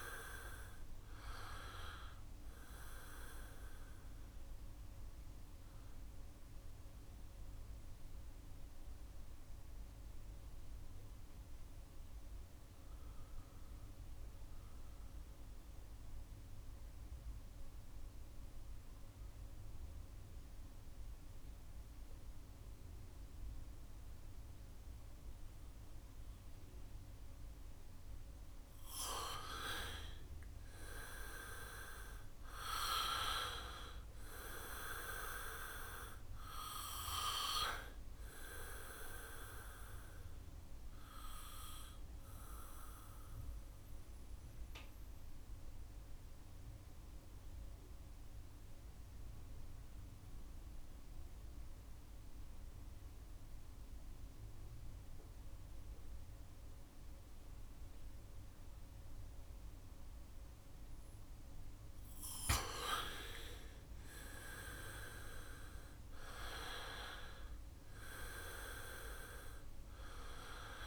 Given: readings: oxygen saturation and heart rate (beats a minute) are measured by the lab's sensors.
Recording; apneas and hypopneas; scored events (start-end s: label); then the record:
breathing in sleep by a room microphone; 2
0.00-21.00 s: oxygen desaturation (device-marked, oxygen 82% lowest, heart rate 65 extreme)
5.50-29.50 s: mixed apnea (oxygen 98% before, 82% lowest, heart rate 69 before, 65 extreme, up 3 after)
31.50-36.00 s: arousal
33.00-52.00 s: oxygen desaturation (device-marked, oxygen 98% before, 86% lowest, heart rate 68 before, 66 extreme)
40.00-61.00 s: mixed apnea (oxygen 98% before, 83% lowest, heart rate 69 before, 66 extreme, up 3 after)
62.50-66.50 s: arousal
64.00-70.87 s: oxygen desaturation (device-marked, oxygen 98% before, 83% lowest, heart rate 68 before, 67 extreme)
From the record:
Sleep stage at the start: N2 (light sleep); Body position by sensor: on the back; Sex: male